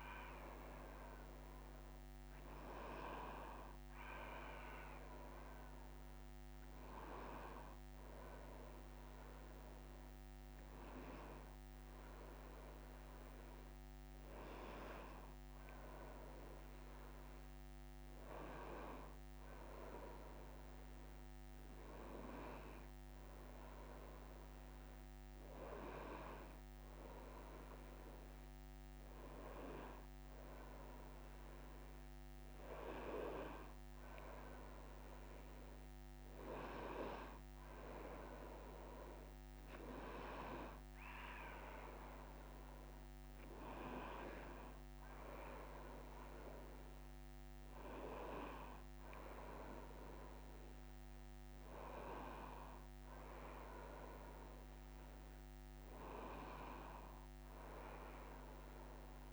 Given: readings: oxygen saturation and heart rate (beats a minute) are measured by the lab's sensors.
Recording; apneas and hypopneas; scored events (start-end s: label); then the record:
a person awake in a sleep study, by a microphone on the trachea; none
0.00-1.00 s: drop in pulse transit time (device-marked, heart rate 63 extreme)
0.00-19.00 s: oxygen desaturation (device-marked, oxygen 94% lowest, heart rate 61 extreme)
29.00-42.00 s: drop in pulse transit time (device-marked, heart rate 62 before, 63 extreme)
From the record:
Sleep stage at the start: awake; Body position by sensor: on the right side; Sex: female